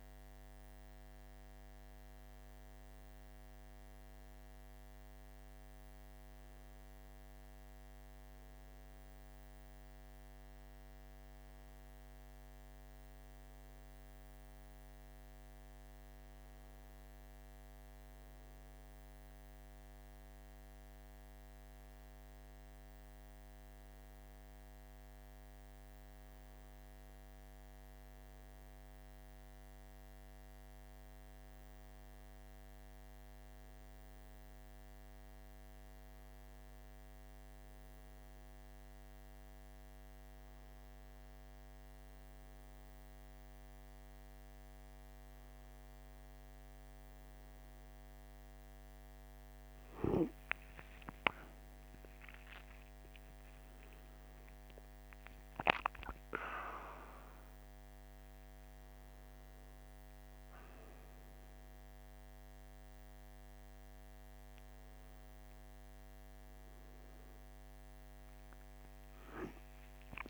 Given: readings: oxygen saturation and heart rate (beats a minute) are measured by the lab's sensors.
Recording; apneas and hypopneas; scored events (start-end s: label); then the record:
a person awake in a sleep study, hard to hear, by a microphone on the trachea; none
none scored
From the record:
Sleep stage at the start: awake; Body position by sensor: on the right side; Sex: male